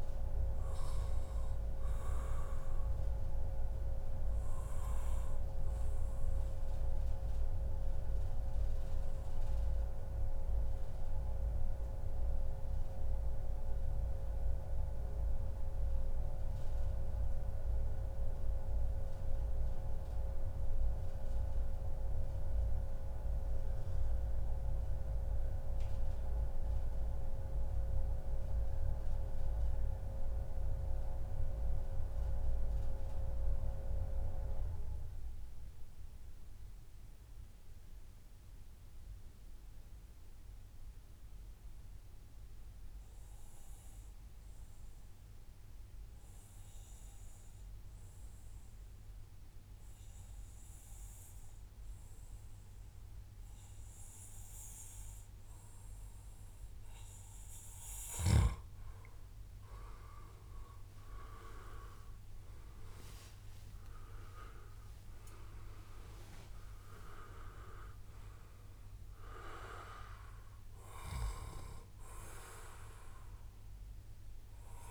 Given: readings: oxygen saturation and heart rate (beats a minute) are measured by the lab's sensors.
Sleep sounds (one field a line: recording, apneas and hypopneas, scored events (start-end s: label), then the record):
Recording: breathing in sleep by a room microphone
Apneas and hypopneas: 1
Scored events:
0.00-5.50 s: oxygen desaturation (device-marked, oxygen 90% lowest, heart rate 103 extreme)
3.50-57.00 s: mixed apnea (oxygen 96% before, 90% lowest, heart rate 134 before, 97 extreme, up 47 after)
7.50-9.50 s: long interval between heartbeats (device-marked, heart rate 139 before, 125 extreme)
15.00-17.00 s: long interval between heartbeats (device-marked, heart rate 133 before, 109 extreme)
27.00-29.00 s: long interval between heartbeats (device-marked, heart rate 114 before, 112 extreme)
45.50-73.50 s: oxygen desaturation (device-marked, oxygen 98% before, 90% lowest, heart rate 109 before, 97 extreme)
61.00-66.00 s: arousal
From the record:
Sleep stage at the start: N2 (light sleep)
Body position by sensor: on the back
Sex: male